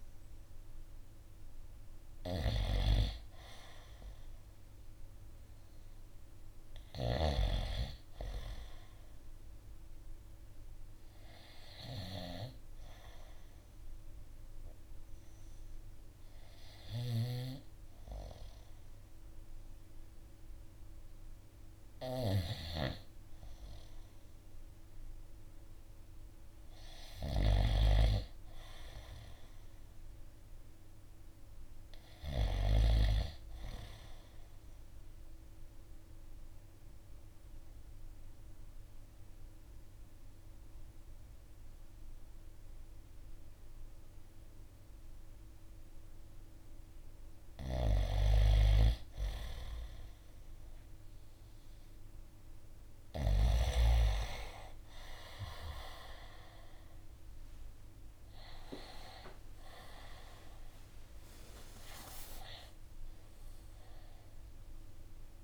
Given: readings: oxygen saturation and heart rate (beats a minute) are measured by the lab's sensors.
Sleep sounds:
breathing in sleep by a room microphone; 1
0.00-32.00 s: snoring (device-marked)
35.50-46.50 s: obstructive apnea (oxygen 95% before, 93% lowest, heart rate 55 before, 54 extreme, up 2 after)
60.00-64.50 s: arousal
From the record:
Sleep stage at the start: N2 (light sleep); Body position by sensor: on the right side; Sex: male

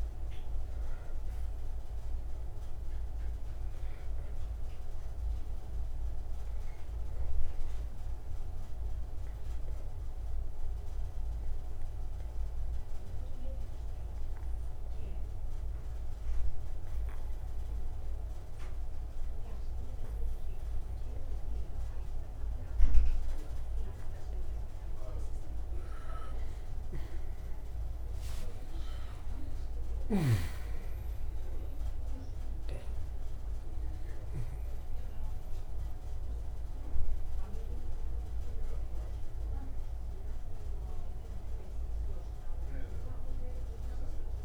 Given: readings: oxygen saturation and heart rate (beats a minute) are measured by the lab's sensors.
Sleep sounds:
breathing in sleep, hard to hear, by a room microphone; 1
4.00-26.00 s: obstructive apnea (oxygen 97% before, 90% lowest)
29.00-34.50 s: arousal
From the record:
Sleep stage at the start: N2 (light sleep); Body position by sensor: on the right side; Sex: male

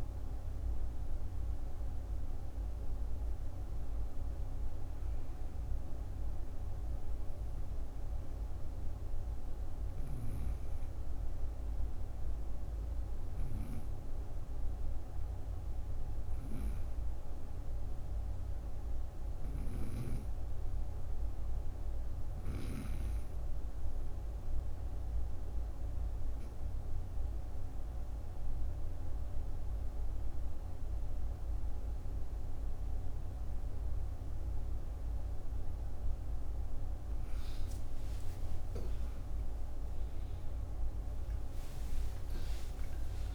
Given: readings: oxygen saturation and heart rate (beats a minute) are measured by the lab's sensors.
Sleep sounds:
breathing in sleep, hard to hear, by a room microphone; 1
0.00-2.00 s: arousal
25.50-37.00 s: obstructive apnea (oxygen 97% before, 88% lowest, heart rate 62 before, 56 extreme, up 35 after)
35.50-43.35 s: oxygen desaturation (device-marked, oxygen 96% before, 88% lowest, heart rate 63 before, 56 extreme)
37.00-42.50 s: arousal
From the record:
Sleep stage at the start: N2 (light sleep); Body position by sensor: on the right side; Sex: female

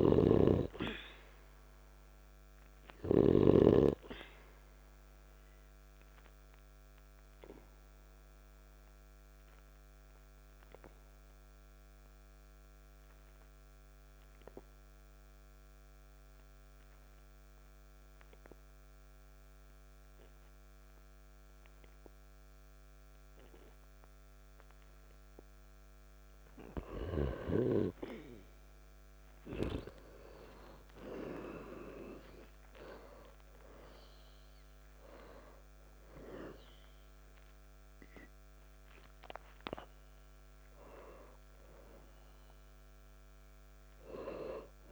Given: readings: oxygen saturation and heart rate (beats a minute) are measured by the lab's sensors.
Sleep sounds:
breathing in sleep by a microphone on the trachea; 1
0.00-3.50 s: snoring (device-marked)
0.50-24.50 s: oxygen desaturation (device-marked, oxygen 97% before, 92% lowest, heart rate 52 before, 49 extreme)
5.00-26.50 s: obstructive apnea (oxygen 97% before, 92% lowest, heart rate 52 before, 49 extreme, up 2 after)
29.00-35.00 s: arousal
From the record:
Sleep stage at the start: N2 (light sleep); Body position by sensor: on the back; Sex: male

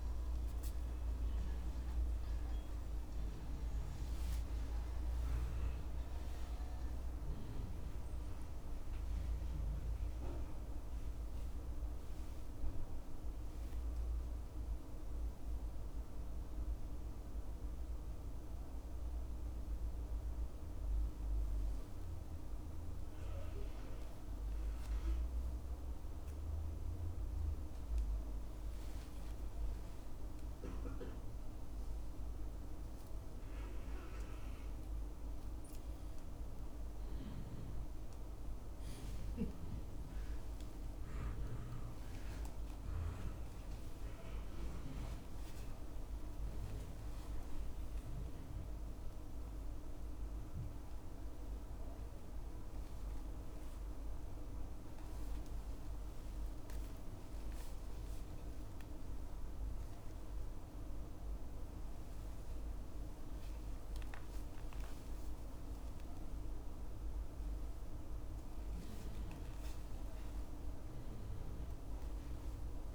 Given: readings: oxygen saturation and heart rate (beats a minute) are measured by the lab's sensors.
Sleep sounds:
a person awake in a sleep study, hard to hear, by a room microphone; none
24.50-43.50 s: oxygen desaturation (device-marked, oxygen 96% before, 92% lowest, heart rate 75 before, 75 extreme)
From the record:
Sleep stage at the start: awake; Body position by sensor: on the back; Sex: male

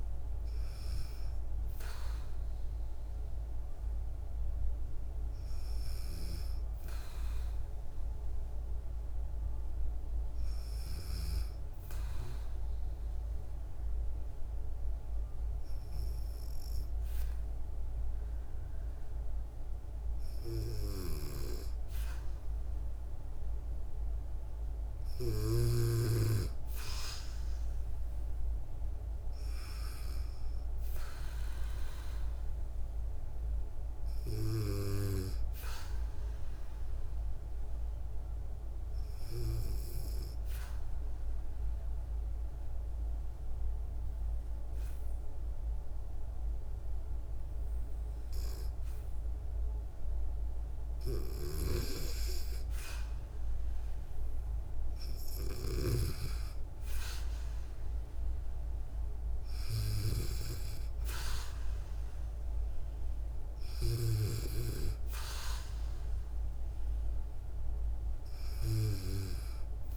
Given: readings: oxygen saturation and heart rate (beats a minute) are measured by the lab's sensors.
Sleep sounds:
breathing in sleep by a room microphone; 2
11.50-23.00 s: obstructive apnea (oxygen 95% before, 92% lowest, heart rate 62 before, 61 extreme, up 2 after)
26.00-31.00 s: arousal
39.00-50.50 s: obstructive apnea (oxygen 98% before, 92% lowest, heart rate 64 before, 62 extreme, up 3 after)
55.50-60.00 s: arousal
56.50-69.97 s: oxygen desaturation (device-marked, oxygen 97% before, 92% lowest, heart rate 63 before, 62 extreme)
From the record:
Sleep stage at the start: N2 (light sleep); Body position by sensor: on the back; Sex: female

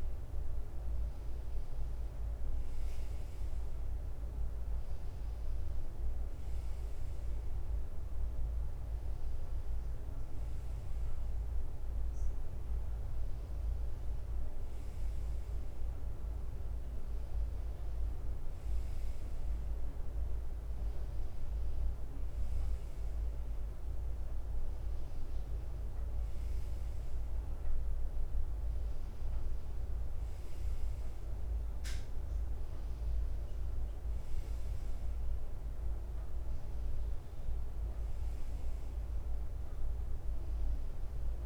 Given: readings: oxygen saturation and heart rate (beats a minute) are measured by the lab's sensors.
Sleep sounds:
breathing in sleep, hard to hear, by a room microphone; none
4.50-22.50 s: drop in pulse transit time (device-marked, heart rate 64 before, 62 extreme)
From the record:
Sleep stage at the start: N2 (light sleep); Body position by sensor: on the right side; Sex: male

